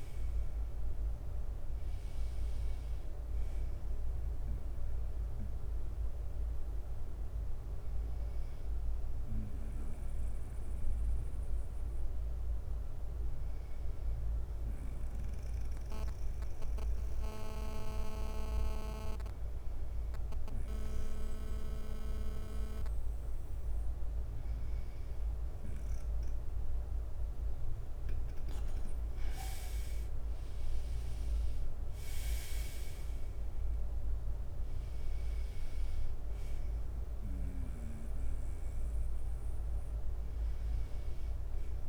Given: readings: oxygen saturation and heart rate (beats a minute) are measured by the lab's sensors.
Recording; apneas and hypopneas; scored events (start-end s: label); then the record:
breathing in sleep by a room microphone; 1
0.00-1.00 s: arousal
0.00-2.50 s: oxygen desaturation (device-marked, oxygen 94% lowest, heart rate 59 extreme)
5.50-9.50 s: bradycardia (device-marked, heart rate 65 before, 59 extreme)
8.00-24.00 s: hypopnea (oxygen 98% before, 95% lowest, heart rate 62 before, 59 extreme, up 3 after)
16.50-19.50 s: bradycardia (device-marked, heart rate 65 before, 60 extreme)
17.50-30.50 s: drop in pulse transit time (device-marked, heart rate 61 before, 59 extreme)
28.00-31.50 s: arousal
From the record:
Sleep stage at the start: N2 (light sleep); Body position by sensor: on the right side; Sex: male